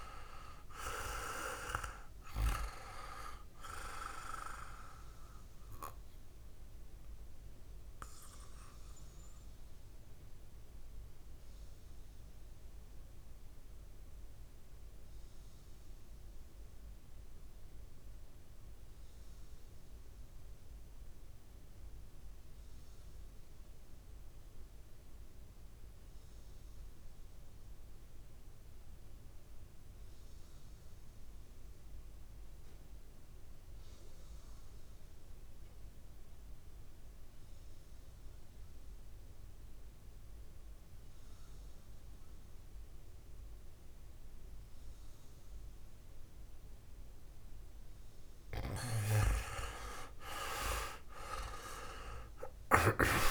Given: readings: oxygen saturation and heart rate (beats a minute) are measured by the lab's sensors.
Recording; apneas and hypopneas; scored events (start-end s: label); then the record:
breathing in sleep by a room microphone; 1
0.00-21.00 s: oxygen desaturation (device-marked, oxygen 83% lowest, heart rate 51 extreme)
7.50-47.50 s: mixed apnea (oxygen 100% before, 83% lowest, heart rate 61 before, 48 extreme, up 14 after)
37.00-53.31 s: oxygen desaturation (device-marked, oxygen 99% before, 84% lowest, heart rate 57 before, 48 extreme)
50.50-53.31 s: arousal
From the record:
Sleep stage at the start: REM sleep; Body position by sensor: on the back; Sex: male